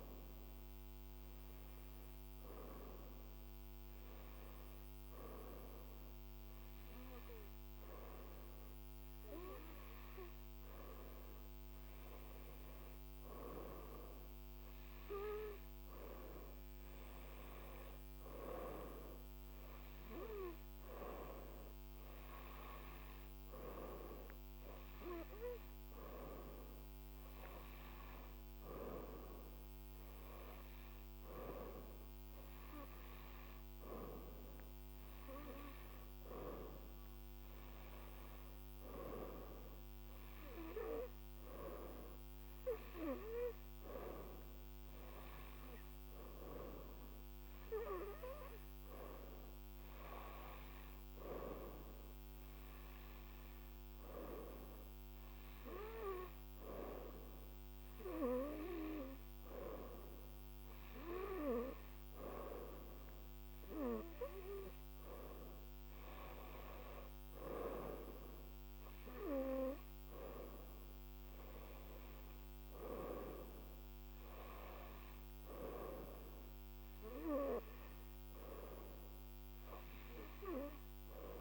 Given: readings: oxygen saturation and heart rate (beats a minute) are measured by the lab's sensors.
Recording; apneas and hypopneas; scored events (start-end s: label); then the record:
breathing in sleep by a microphone on the trachea; none
11.50-81.41 s: new sleep stage, N2 (light sleep)
From the record:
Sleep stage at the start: N1 (lightest sleep); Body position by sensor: on the right side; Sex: female